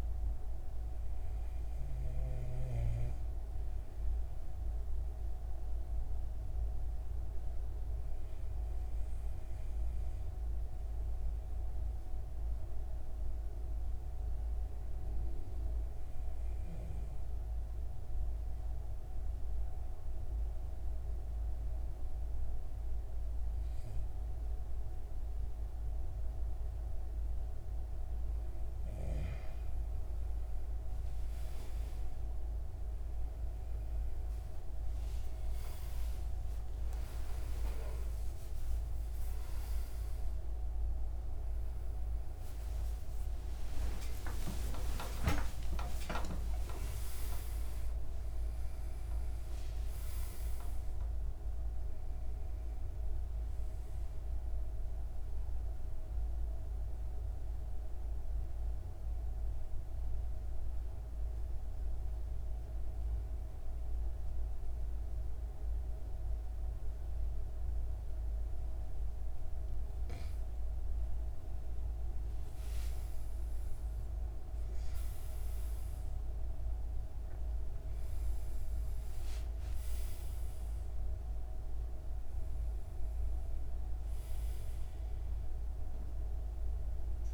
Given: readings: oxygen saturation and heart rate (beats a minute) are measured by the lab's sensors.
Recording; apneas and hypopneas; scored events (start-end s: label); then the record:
breathing in sleep by a room microphone; 2
0.00-13.50 s: oxygen desaturation (device-marked, oxygen 92% lowest)
4.50-27.50 s: obstructive apnea (oxygen 96% before, 92% lowest)
30.00-34.50 s: arousal
33.50-56.50 s: oxygen desaturation (device-marked, oxygen 96% before, 92% lowest)
44.00-49.50 s: arousal
55.50-71.00 s: mixed apnea (oxygen 95% before, 92% lowest)
73.00-79.00 s: arousal
76.50-87.34 s: oxygen desaturation (device-marked, oxygen 98% before, 92% lowest)
From the record:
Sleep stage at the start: N2 (light sleep); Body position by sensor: on the back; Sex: male